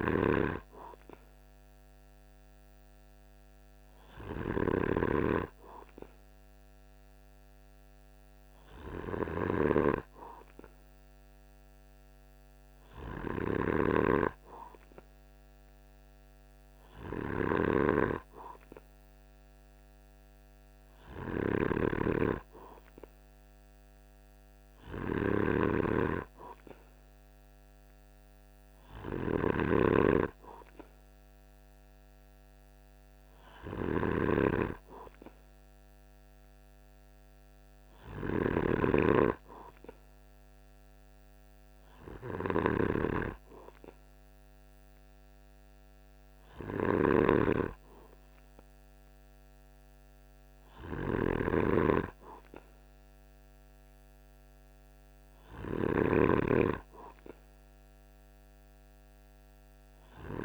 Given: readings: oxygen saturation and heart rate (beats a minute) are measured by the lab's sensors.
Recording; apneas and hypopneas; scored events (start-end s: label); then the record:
breathing in sleep by a microphone on the trachea; none
0.00-60.45 s: snoring (device-marked)
From the record:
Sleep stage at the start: N2 (light sleep); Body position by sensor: on the right side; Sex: male